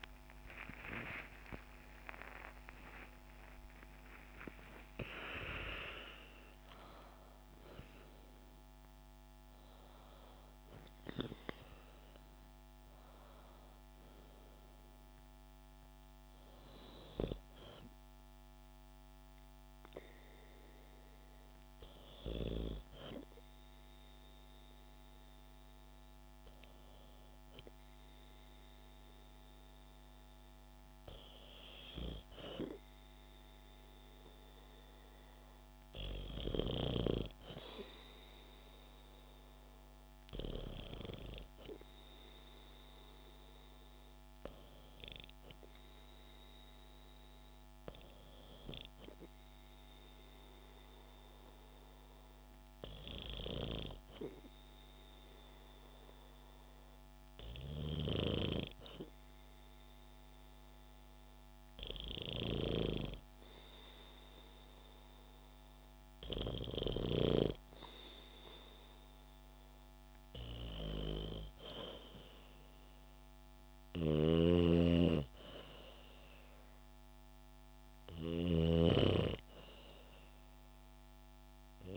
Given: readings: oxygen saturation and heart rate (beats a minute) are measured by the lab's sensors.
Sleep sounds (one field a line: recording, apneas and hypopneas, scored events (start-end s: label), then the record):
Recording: breathing in sleep by a microphone on the trachea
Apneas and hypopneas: none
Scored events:
0.00-3.50 s: arousal
57.00-66.50 s: snoring (device-marked)
73.00-81.96 s: snoring (device-marked)
From the record:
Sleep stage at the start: N2 (light sleep)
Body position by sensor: on the back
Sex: female